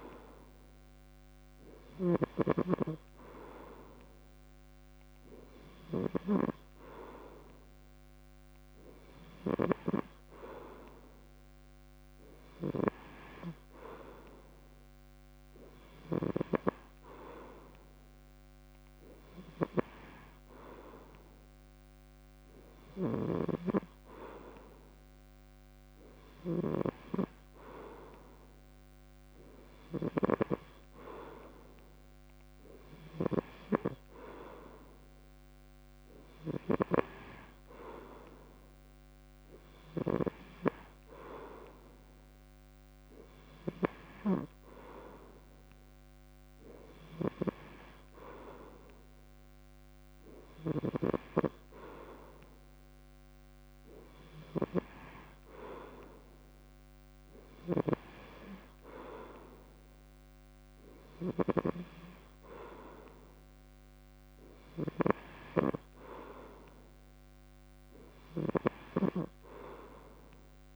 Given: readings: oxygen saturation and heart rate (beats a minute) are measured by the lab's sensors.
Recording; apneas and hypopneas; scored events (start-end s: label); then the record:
breathing in sleep by a microphone on the trachea; none
1.50-6.00 s: snoring (device-marked)
22.50-30.00 s: snoring (device-marked)
36.00-40.00 s: snoring (device-marked)
From the record:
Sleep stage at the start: N3 (deep sleep); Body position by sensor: on the back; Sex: male